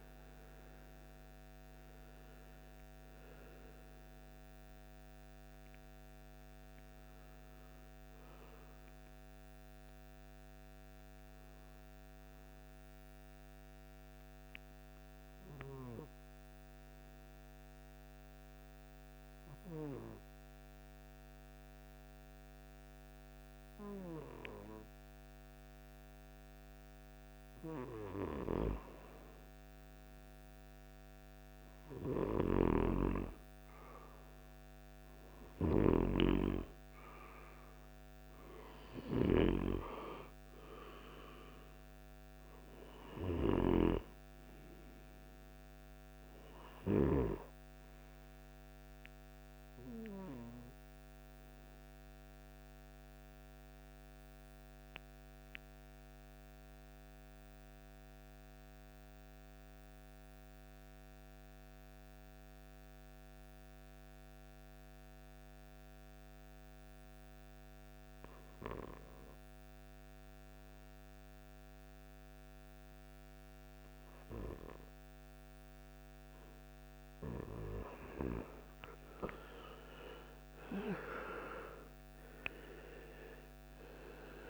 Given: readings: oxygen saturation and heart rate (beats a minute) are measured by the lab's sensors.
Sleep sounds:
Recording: breathing in sleep by a microphone on the trachea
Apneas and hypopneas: 2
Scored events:
0.00-14.00 s: oxygen desaturation (device-marked, oxygen 88% lowest, heart rate 53 extreme)
12.00-26.50 s: mixed apnea (oxygen 96% before, 90% lowest, heart rate 67 before, 53 extreme, up 4 after)
29.00-33.50 s: arousal
37.00-58.00 s: oxygen desaturation (device-marked, oxygen 98% before, 94% lowest, heart rate 55 before, 52 extreme)
42.00-84.50 s: new sleep stage, REM sleep
49.50-74.50 s: mixed apnea (oxygen 99% before, 88% lowest, heart rate 60 before, 52 extreme, up 21 after)
73.00-84.50 s: oxygen desaturation (device-marked, oxygen 97% before, 88% lowest, heart rate 53 before, 53 extreme)
78.50-83.00 s: arousal
From the record:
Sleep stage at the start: N2 (light sleep)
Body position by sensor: on the right side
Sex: male

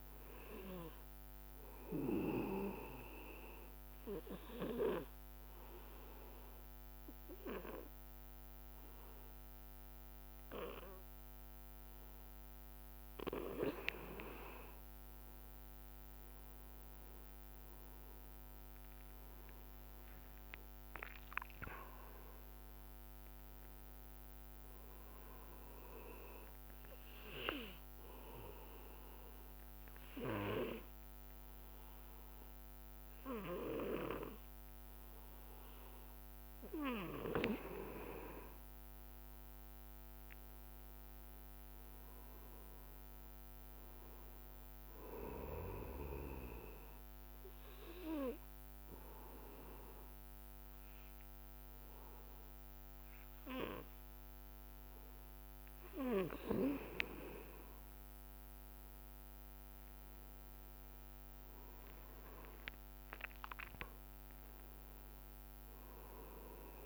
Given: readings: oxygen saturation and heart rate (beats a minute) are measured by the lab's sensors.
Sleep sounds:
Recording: breathing in sleep by a microphone on the trachea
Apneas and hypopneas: 3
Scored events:
3.00-14.00 s: obstructive apnea (oxygen 99% before, 94% lowest, heart rate 63 before, 58 extreme, up 0 after)
3.00-16.00 s: oxygen desaturation (device-marked, oxygen 99% before, 94% lowest, heart rate 63 before, 58 extreme)
17.00-22.00 s: arousal
22.00-40.00 s: oxygen desaturation (device-marked, oxygen 99% before, 94% lowest, heart rate 64 before, 58 extreme)
27.00-37.50 s: obstructive apnea (oxygen 99% before, 93% lowest, heart rate 64 before, 58 extreme, up 7 after)
40.00-44.00 s: arousal
46.50-57.50 s: obstructive apnea (oxygen 99% before, 93% lowest, heart rate 62 before, 59 extreme, up 8 after)
48.00-59.00 s: oxygen desaturation (device-marked, oxygen 99% before, 95% lowest, heart rate 62 before, 59 extreme)
59.50-63.50 s: arousal
From the record:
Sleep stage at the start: N2 (light sleep)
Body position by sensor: on the back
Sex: male

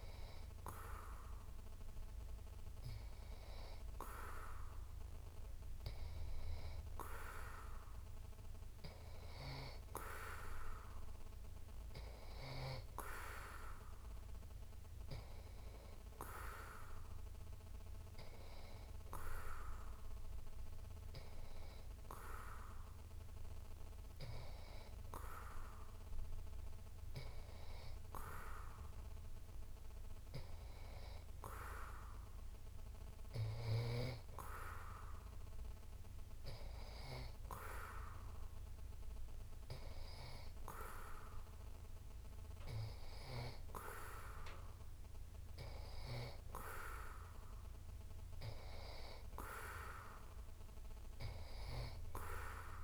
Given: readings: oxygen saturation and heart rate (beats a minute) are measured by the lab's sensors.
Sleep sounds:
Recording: breathing in sleep by a room microphone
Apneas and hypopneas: none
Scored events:
none scored
From the record:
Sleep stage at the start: N2 (light sleep)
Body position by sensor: on the back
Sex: male

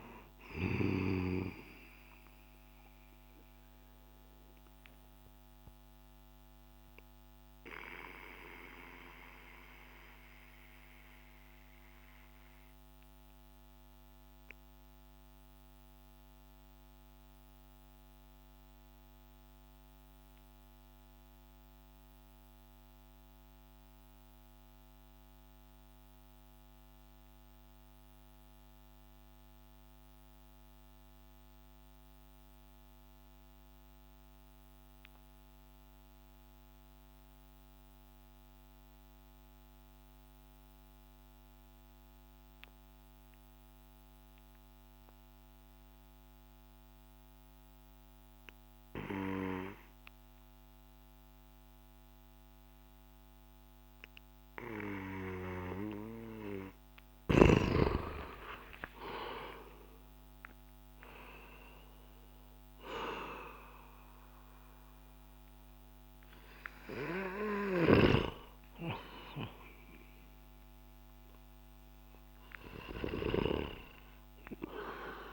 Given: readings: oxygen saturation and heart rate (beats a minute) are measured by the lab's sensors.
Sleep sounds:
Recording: breathing in sleep by a microphone on the trachea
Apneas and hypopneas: 1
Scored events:
3.50-55.00 s: mixed apnea (oxygen 98% before, 91% lowest)
56.50-60.50 s: arousal
67.00-72.50 s: snoring (device-marked)
From the record:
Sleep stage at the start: N2 (light sleep)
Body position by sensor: on the back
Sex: male

